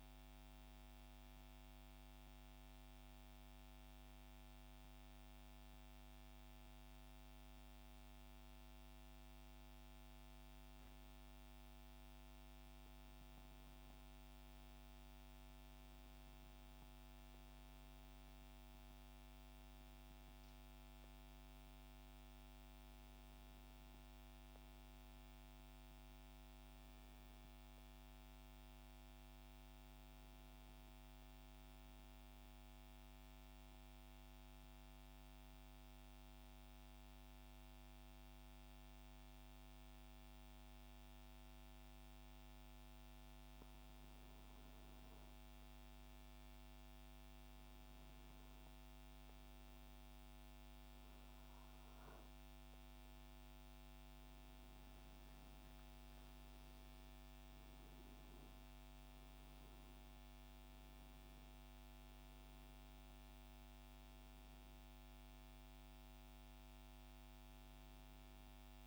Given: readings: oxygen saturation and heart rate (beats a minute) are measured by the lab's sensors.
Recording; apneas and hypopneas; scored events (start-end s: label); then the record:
breathing in sleep, hard to hear, by a microphone on the trachea; 2
2.00-13.00 s: mixed apnea (oxygen 98% before, 92% lowest, heart rate 70 before, 66 extreme, up 4 after)
14.00-18.00 s: arousal
18.00-32.00 s: oxygen desaturation (device-marked, oxygen 96% before, 93% lowest, heart rate 69 before, 67 extreme)
32.50-43.00 s: central apnea (oxygen 96% before, 92% lowest, heart rate 68 before, 68 extreme, up 5 after)
44.50-48.50 s: arousal
48.00-60.00 s: oxygen desaturation (device-marked, oxygen 95% before, 92% lowest, heart rate 70 before, 68 extreme)
From the record:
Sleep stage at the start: N2 (light sleep); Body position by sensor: on the back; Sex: male